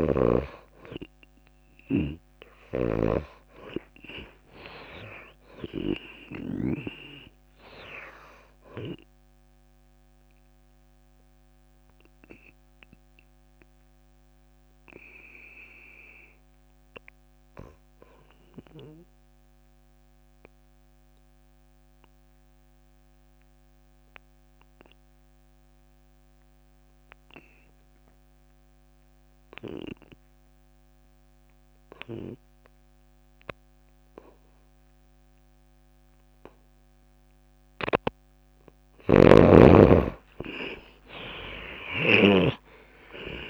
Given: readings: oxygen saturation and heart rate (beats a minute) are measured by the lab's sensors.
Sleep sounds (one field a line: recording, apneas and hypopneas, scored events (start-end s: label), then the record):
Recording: breathing in sleep by a microphone on the trachea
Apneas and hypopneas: 1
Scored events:
0.00-7.00 s: snoring (device-marked)
0.00-13.00 s: oxygen desaturation (device-marked, oxygen 87% lowest)
11.50-38.00 s: obstructive apnea (oxygen 97% before, 73% lowest)
28.00-43.50 s: oxygen desaturation (device-marked, oxygen 97% before, 73% lowest)
38.00-43.50 s: snoring (device-marked)
39.50-43.50 s: arousal
From the record:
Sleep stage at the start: N2 (light sleep)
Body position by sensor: on the back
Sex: female